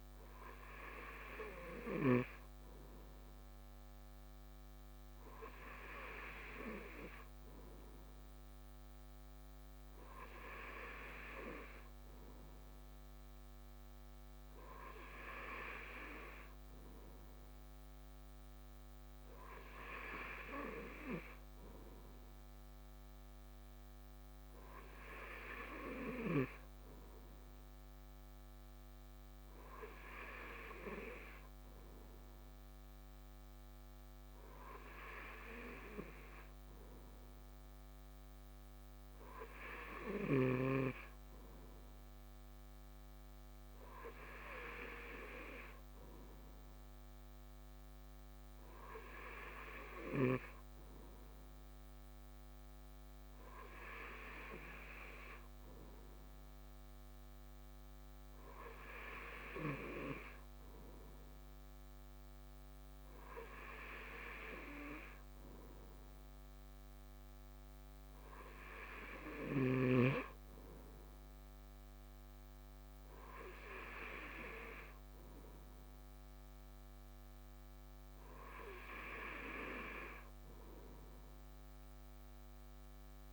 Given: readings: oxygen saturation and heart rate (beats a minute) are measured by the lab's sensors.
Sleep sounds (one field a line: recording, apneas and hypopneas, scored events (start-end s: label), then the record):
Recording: breathing in sleep by a microphone on the trachea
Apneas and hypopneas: none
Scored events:
none scored
From the record:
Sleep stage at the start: N2 (light sleep)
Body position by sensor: on the right side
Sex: male